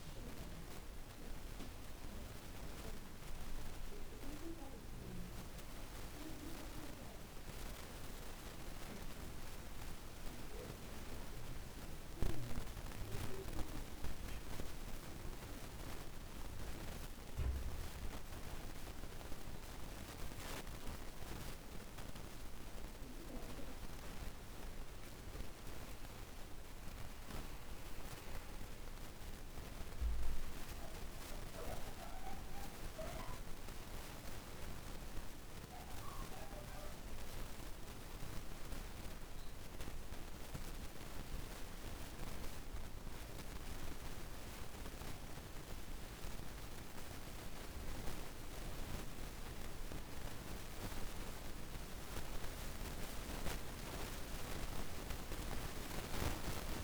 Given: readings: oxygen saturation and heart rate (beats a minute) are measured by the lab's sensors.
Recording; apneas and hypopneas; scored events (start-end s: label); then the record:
breathing in sleep by a room microphone; 1
26.50-31.00 s: arousal
31.00-48.00 s: oxygen desaturation (device-marked, oxygen 95% before, 91% lowest, heart rate 64 before, 56 extreme)
38.00-49.00 s: obstructive apnea (oxygen 95% before, 91% lowest, heart rate 65 before, 58 extreme, up 4 after)
51.00-55.00 s: arousal
From the record:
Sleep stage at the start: N2 (light sleep); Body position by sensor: on the back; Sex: male